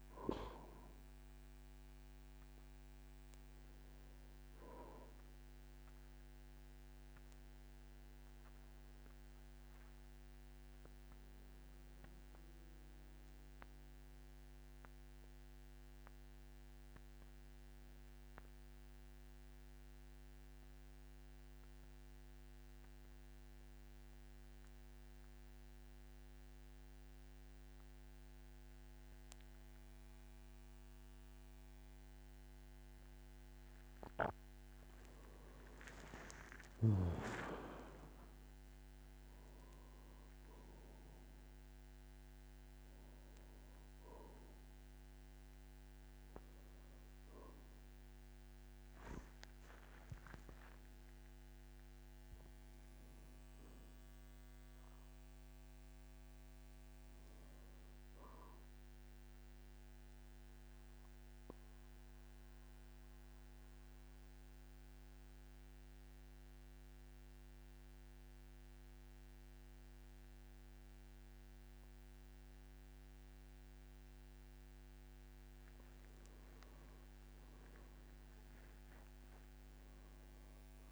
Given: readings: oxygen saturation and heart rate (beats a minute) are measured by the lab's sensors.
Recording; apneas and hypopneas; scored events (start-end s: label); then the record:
breathing in sleep by a microphone on the trachea; 2
0.00-16.00 s: oxygen desaturation (device-marked, oxygen 92% lowest, heart rate 47 extreme)
6.50-33.00 s: mixed apnea (oxygen 98% before, 88% lowest, heart rate 57 before, 47 extreme, up 12 after)
34.00-67.00 s: oxygen desaturation (device-marked, oxygen 98% before, 88% lowest, heart rate 50 before, 48 extreme)
35.00-41.00 s: arousal
60.50-75.00 s: central apnea (oxygen 97% before, 89% lowest, heart rate 59 before, 49 extreme, up 13 after)
78.00-80.91 s: arousal
From the record:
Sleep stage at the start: N2 (light sleep); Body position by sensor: on the back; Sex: male